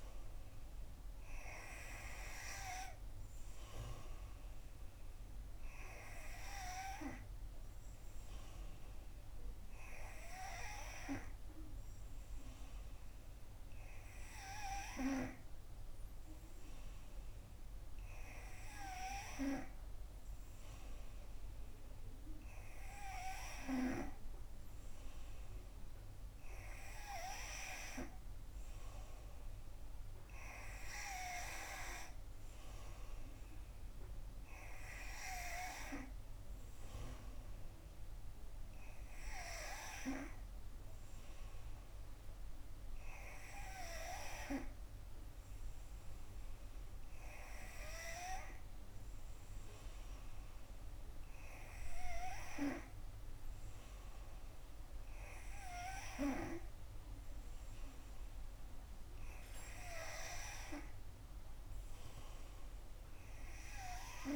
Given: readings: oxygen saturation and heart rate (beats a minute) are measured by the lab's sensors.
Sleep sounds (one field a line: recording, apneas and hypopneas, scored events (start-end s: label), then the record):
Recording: breathing in sleep by a room microphone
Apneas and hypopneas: none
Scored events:
0.00-3.00 s: arousal
From the record:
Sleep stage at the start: N3 (deep sleep)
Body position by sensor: on the back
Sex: female